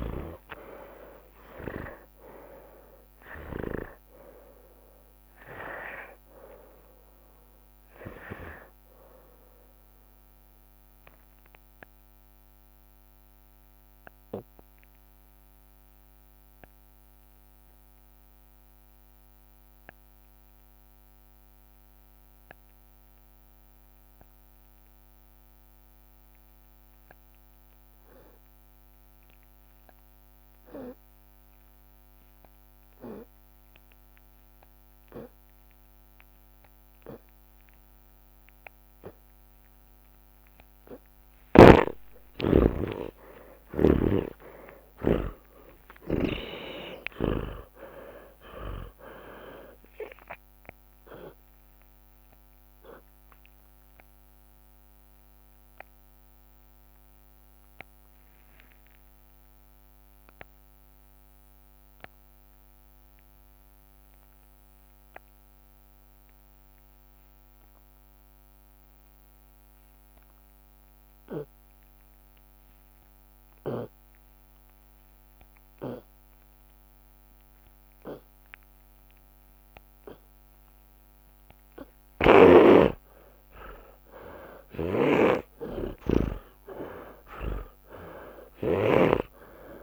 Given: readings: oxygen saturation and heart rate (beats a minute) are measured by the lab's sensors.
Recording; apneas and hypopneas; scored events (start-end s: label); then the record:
breathing in sleep by a microphone on the trachea; 2
0.00-3.50 s: snoring (device-marked)
1.00-3.00 s: long interval between heartbeats (device-marked, heart rate 47 before, 39 extreme)
4.00-28.00 s: oxygen desaturation (device-marked, oxygen 95% before, 84% lowest)
10.00-40.50 s: obstructive apnea (oxygen 97% before, 77% lowest)
23.00-25.00 s: long interval between heartbeats (device-marked)
28.50-30.50 s: long interval between heartbeats (device-marked, heart rate 31 before, 37 extreme)
31.00-33.00 s: drop in pulse transit time (device-marked, heart rate 31 before, 52 extreme)
31.00-33.00 s: long interval between heartbeats (device-marked, heart rate 31 before, 52 extreme)
33.00-35.00 s: long interval between heartbeats (device-marked, heart rate 33 before, 68 extreme)
39.50-41.50 s: long interval between heartbeats (device-marked, heart rate 44 before, 92 extreme)
41.00-65.00 s: oxygen desaturation (device-marked, oxygen 90% before, 77% lowest)
42.00-46.00 s: arousal
44.00-47.00 s: tachycardia (device-marked, heart rate 43 before, 94 extreme)
45.00-50.00 s: drop in pulse transit time (device-marked, heart rate 65 before, 91 extreme)
47.50-49.50 s: long interval between heartbeats (device-marked, heart rate 74 before, 103 extreme)
50.00-52.00 s: long interval between heartbeats (device-marked, heart rate 84 before, 65 extreme)
54.00-80.00 s: obstructive apnea (oxygen 90% before, 77% lowest)
62.50-64.50 s: long interval between heartbeats (device-marked)
65.50-67.50 s: long interval between heartbeats (device-marked, heart rate 54 before, 41 extreme)
67.50-69.50 s: long interval between heartbeats (device-marked, heart rate 49 before, 59 extreme)
70.00-79.00 s: drop in pulse transit time (device-marked, heart rate 42 before, 57 extreme)
71.00-73.00 s: long interval between heartbeats (device-marked, heart rate 42 before, 57 extreme)
73.50-75.50 s: long interval between heartbeats (device-marked, heart rate 41 before, 59 extreme)
75.50-77.50 s: long interval between heartbeats (device-marked, heart rate 41 before, 58 extreme)
78.00-80.00 s: long interval between heartbeats (device-marked, heart rate 43 before, 70 extreme)
82.50-84.50 s: long interval between heartbeats (device-marked, heart rate 54 before, 77 extreme)
83.00-89.83 s: arousal
84.50-86.50 s: long interval between heartbeats (device-marked, heart rate 60 before, 80 extreme)
87.00-89.83 s: snoring (device-marked)
88.00-89.83 s: oxygen desaturation (device-marked, oxygen 89% before, 82% lowest)
From the record:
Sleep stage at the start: N2 (light sleep); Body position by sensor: on the back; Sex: male